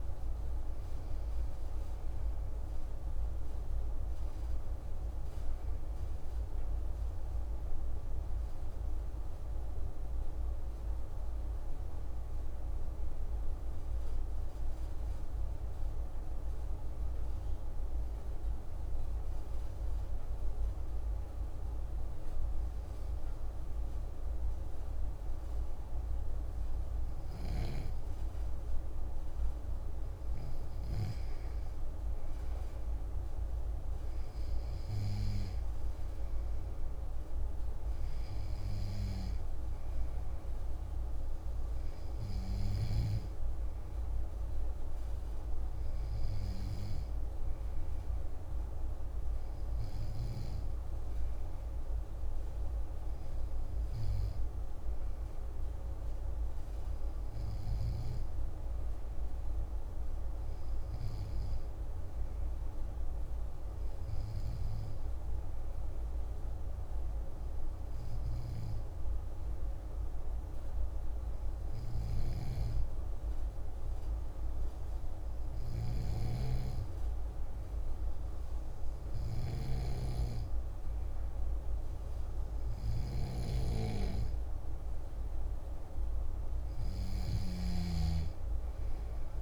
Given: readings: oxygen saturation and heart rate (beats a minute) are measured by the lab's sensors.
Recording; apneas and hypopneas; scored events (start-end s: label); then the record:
breathing in sleep, hard to hear, by a room microphone; 1
0.00-16.00 s: oxygen desaturation (device-marked, oxygen 93% lowest, heart rate 68 extreme)
9.50-28.50 s: obstructive apnea (oxygen 96% before, 93% lowest)
31.00-35.00 s: arousal
86.50-89.42 s: snoring (device-marked)
From the record:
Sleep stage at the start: N2 (light sleep); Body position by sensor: on the back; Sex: male